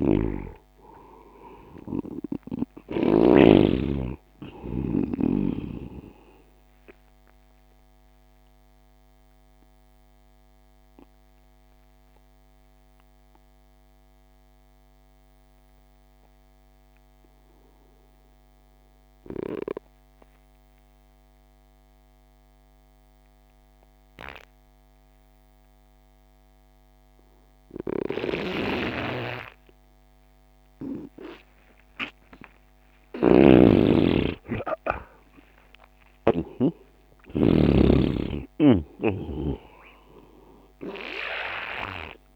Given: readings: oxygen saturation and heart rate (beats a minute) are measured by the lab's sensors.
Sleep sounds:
breathing in sleep by a microphone on the trachea; 1
0.00-1.50 s: arousal
0.00-3.50 s: snoring (device-marked)
0.00-20.00 s: oxygen desaturation (device-marked, oxygen 87% lowest)
7.50-30.50 s: obstructive apnea (oxygen 98% before, 87% lowest)
29.00-37.00 s: snoring (device-marked)
31.00-42.36 s: oxygen desaturation (device-marked, oxygen 98% before, 87% lowest)
31.50-35.50 s: arousal
From the record:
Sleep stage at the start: N2 (light sleep); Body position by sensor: on the right side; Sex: male

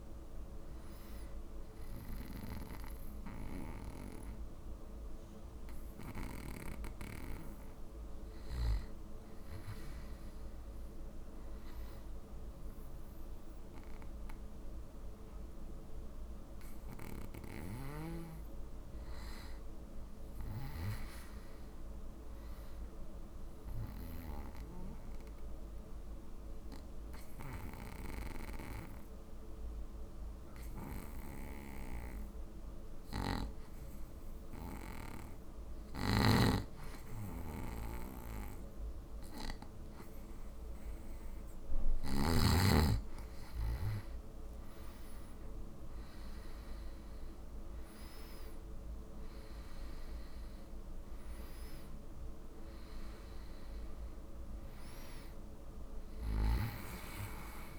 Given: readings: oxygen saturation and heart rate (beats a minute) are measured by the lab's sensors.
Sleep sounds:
breathing in sleep by a room microphone; 1
19.50-23.00 s: arousal
25.00-40.00 s: obstructive apnea (oxygen 97% before, 93% lowest)
36.00-42.50 s: snoring (device-marked)
44.50-47.50 s: arousal
From the record:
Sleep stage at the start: N2 (light sleep); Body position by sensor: on the back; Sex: male

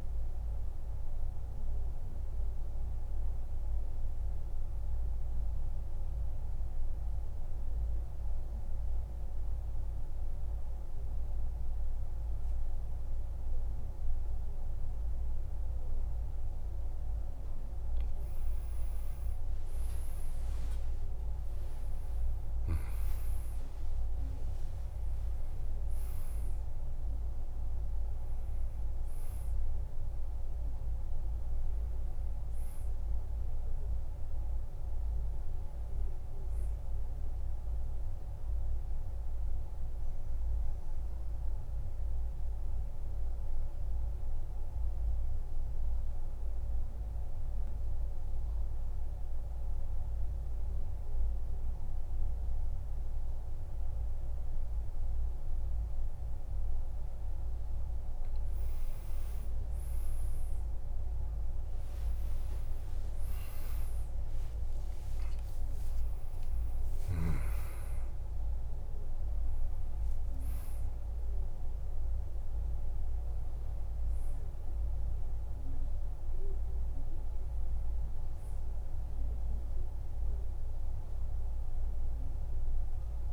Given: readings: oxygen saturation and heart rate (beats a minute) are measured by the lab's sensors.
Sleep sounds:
breathing in sleep, hard to hear, by a room microphone; 2
1.50-17.50 s: central apnea (oxygen 97% before, 92% lowest, heart rate 56 before, 51 extreme, up 17 after)
19.00-23.00 s: arousal
20.00-47.00 s: oxygen desaturation (device-marked, oxygen 99% before, 92% lowest, heart rate 54 before, 50 extreme)
38.50-58.00 s: mixed apnea (oxygen 99% before, 92% lowest, heart rate 63 before, 50 extreme, up 25 after)
58.50-63.50 s: arousal
63.00-83.33 s: oxygen desaturation (device-marked, oxygen 98% before, 92% lowest, heart rate 54 before, 49 extreme)
65.50-67.50 s: long interval between heartbeats (device-marked, heart rate 55 before, 77 extreme)
From the record:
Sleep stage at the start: N2 (light sleep); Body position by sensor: on the back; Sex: male

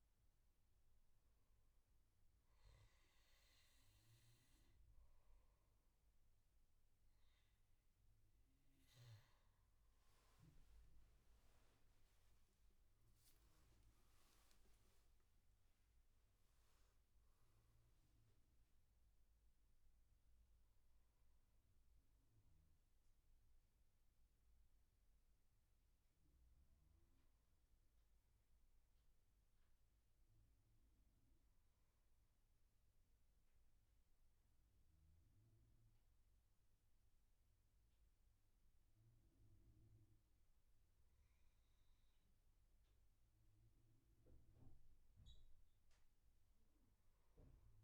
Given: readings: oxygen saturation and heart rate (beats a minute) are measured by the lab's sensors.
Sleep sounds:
breathing in sleep, hard to hear, by a room microphone; 1
0.00-1.50 s: arousal
24.00-43.50 s: obstructive apnea (oxygen 97% before, 91% lowest, heart rate 76 before, 65 extreme, up 7 after)
45.50-47.84 s: arousal
From the record:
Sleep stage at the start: N2 (light sleep); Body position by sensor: on the back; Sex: male

